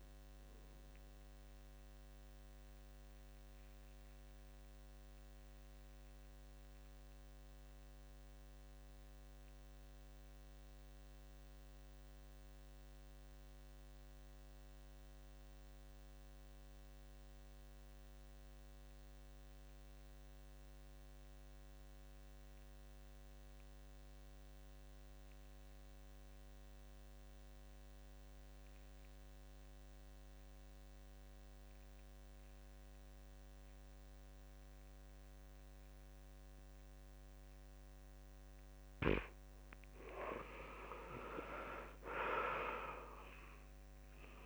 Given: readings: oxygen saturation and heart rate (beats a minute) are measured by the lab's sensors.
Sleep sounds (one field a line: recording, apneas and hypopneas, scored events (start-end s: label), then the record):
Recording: breathing in sleep by a microphone on the trachea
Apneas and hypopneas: 1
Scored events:
1.50-39.50 s: mixed apnea (oxygen 97% before, 79% lowest, heart rate 74 before, 66 extreme, up 6 after)
19.50-44.46 s: oxygen desaturation (device-marked, oxygen 95% before, 79% lowest, heart rate 69 before, 66 extreme)
30.00-32.00 s: long interval between heartbeats (device-marked, heart rate 71 before, 73 extreme)
34.00-36.00 s: long interval between heartbeats (device-marked, heart rate 72 before, 74 extreme)
From the record:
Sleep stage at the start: N2 (light sleep)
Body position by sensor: on the back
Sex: male